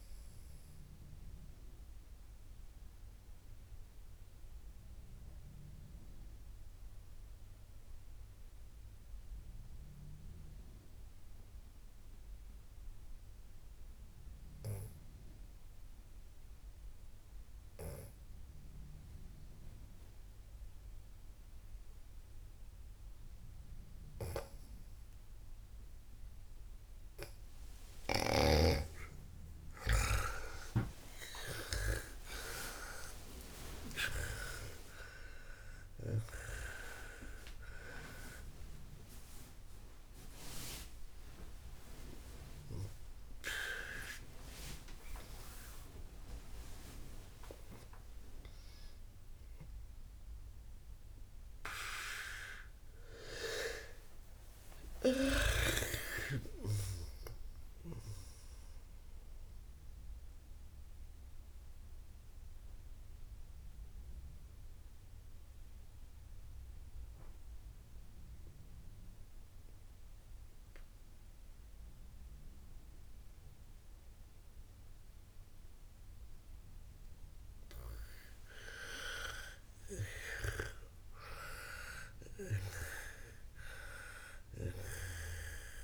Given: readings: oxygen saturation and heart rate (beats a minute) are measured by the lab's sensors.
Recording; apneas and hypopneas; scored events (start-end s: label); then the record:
breathing in sleep by a room microphone; 2
0.00-14.00 s: oxygen desaturation (device-marked, oxygen 89% lowest, heart rate 55 extreme)
1.50-26.00 s: obstructive apnea (oxygen 97% before, 89% lowest, heart rate 99 before, 55 extreme)
28.00-55.00 s: oxygen desaturation (device-marked, oxygen 99% before, 90% lowest, heart rate 58 before, 61 extreme)
29.00-32.50 s: snoring (device-marked)
29.50-35.00 s: arousal
53.50-56.50 s: arousal
60.00-79.00 s: mixed apnea (oxygen 98% before, 89% lowest, heart rate 85 before, 56 extreme, up 12 after)
80.00-83.00 s: arousal
81.00-85.83 s: snoring (device-marked)
From the record:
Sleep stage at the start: N2 (light sleep); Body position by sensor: on the back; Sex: female